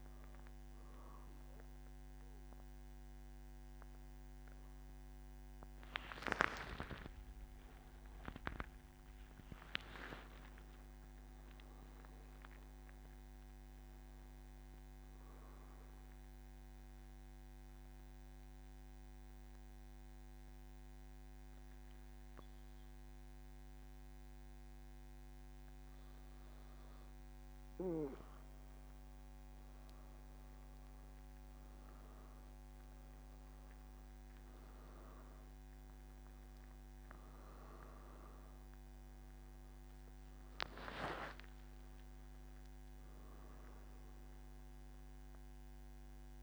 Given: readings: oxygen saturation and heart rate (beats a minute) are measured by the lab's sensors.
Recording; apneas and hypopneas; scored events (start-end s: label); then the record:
breathing in sleep by a microphone on the trachea; 1
16.00-27.00 s: obstructive apnea (oxygen 96% before, 91% lowest, heart rate 129 before, 116 extreme, up 2 after)
42.00-46.43 s: oxygen desaturation (device-marked, oxygen 94% before, 91% lowest, heart rate 118 before, 116 extreme)
From the record:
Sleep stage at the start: N2 (light sleep); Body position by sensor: on the back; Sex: male